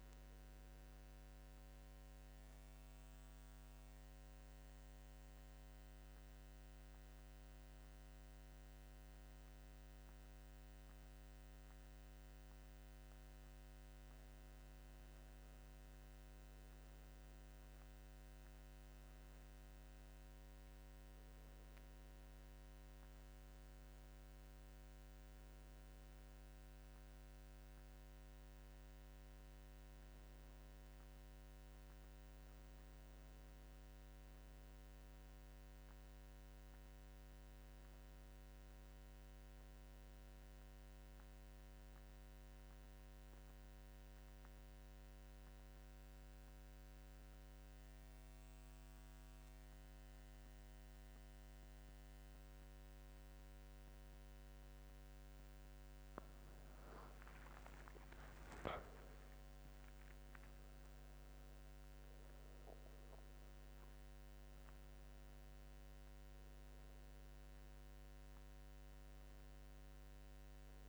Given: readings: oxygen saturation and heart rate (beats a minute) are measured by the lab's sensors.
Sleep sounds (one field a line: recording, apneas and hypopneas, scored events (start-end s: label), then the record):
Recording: breathing in sleep, hard to hear, by a microphone on the trachea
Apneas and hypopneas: 2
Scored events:
4.00-17.50 s: hypopnea (oxygen 94% before, 91% lowest, heart rate 76 before, 70 extreme, up 7 after)
20.50-23.00 s: arousal
42.00-56.00 s: central apnea (oxygen 95% before, 88% lowest, heart rate 74 before, 69 extreme, up 16 after)
57.50-60.50 s: arousal
62.00-70.89 s: oxygen desaturation (device-marked, oxygen 94% before, 88% lowest, heart rate 75 before, 62 extreme)
From the record:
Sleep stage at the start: N2 (light sleep)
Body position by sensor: on the back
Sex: male